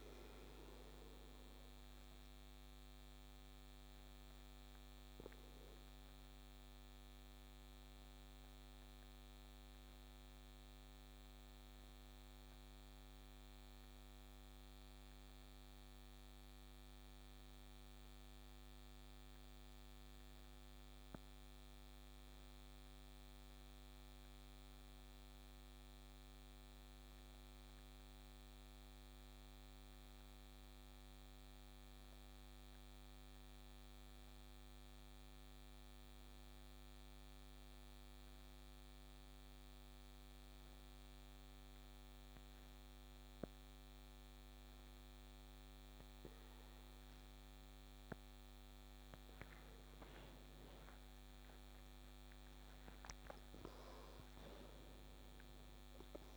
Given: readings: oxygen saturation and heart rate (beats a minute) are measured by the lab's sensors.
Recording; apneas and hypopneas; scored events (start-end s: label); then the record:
breathing in sleep, hard to hear, by a microphone on the trachea; 1
0.00-9.00 s: oxygen desaturation (device-marked, oxygen 93% lowest)
1.00-48.00 s: obstructive apnea (oxygen 97% before, 90% lowest)
38.00-56.37 s: oxygen desaturation (device-marked, oxygen 97% before, 90% lowest)
50.50-55.00 s: arousal
From the record:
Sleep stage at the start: N2 (light sleep); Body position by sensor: on the back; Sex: male